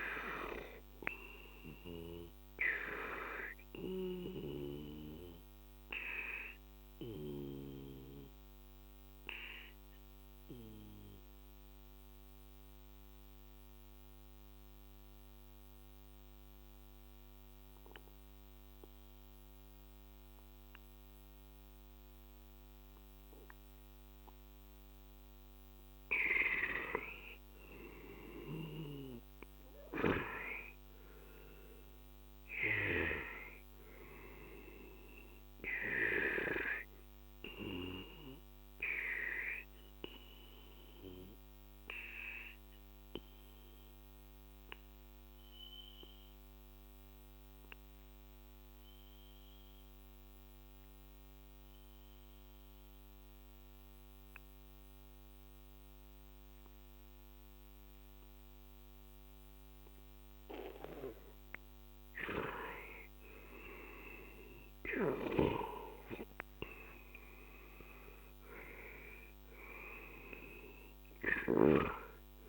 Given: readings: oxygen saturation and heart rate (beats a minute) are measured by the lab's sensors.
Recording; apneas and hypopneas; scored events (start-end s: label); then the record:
breathing in sleep by a microphone on the trachea; 2
0.00-15.50 s: oxygen desaturation (device-marked, oxygen 90% lowest, heart rate 40 extreme)
2.00-27.50 s: obstructive apnea (oxygen 97% before, 90% lowest, heart rate 51 before, 40 extreme, up 14 after)
29.50-33.00 s: arousal
30.50-52.50 s: oxygen desaturation (device-marked, oxygen 97% before, 92% lowest, heart rate 44 before, 42 extreme)
38.00-61.50 s: obstructive apnea (oxygen 97% before, 91% lowest, heart rate 49 before, 41 extreme, up 17 after)
64.50-69.00 s: arousal
64.50-72.49 s: oxygen desaturation (device-marked, oxygen 96% before, 92% lowest, heart rate 44 before, 40 extreme)
65.00-71.50 s: snoring (device-marked)
From the record:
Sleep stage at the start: N2 (light sleep); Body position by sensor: on the left side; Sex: male